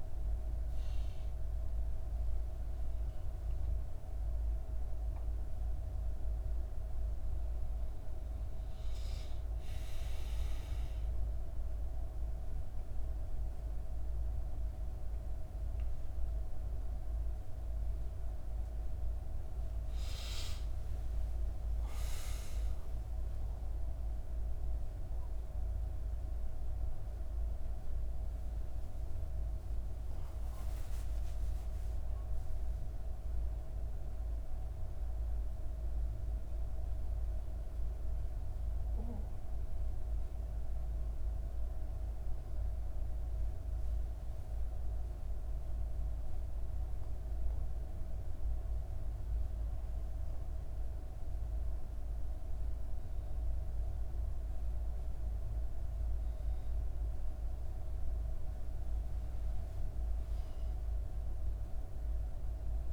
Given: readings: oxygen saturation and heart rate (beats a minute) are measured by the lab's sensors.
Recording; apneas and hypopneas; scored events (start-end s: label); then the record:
a person partly awake in a sleep study, hard to hear, by a room microphone; 1
27.00-62.93 s: new sleep stage, N2 (light sleep)
42.50-53.50 s: hypopnea (oxygen 98% before, 94% lowest, heart rate 74 before, 65 extreme, up 1 after)
57.50-62.00 s: arousal
From the record:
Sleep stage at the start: awake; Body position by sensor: on the back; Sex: female